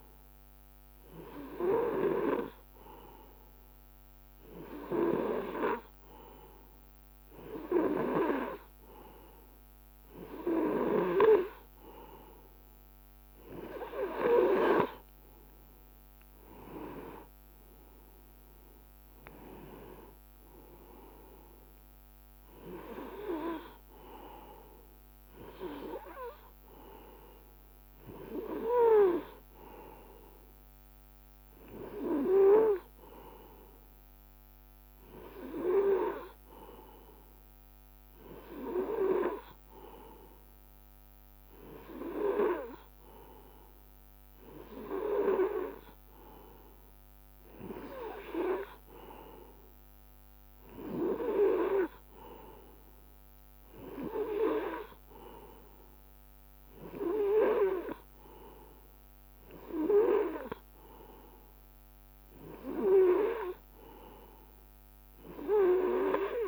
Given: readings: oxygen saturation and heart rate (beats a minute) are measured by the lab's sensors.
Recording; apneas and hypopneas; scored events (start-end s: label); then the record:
breathing in sleep by a microphone on the trachea; none
none scored
From the record:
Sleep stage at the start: N2 (light sleep); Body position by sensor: on the right side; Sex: male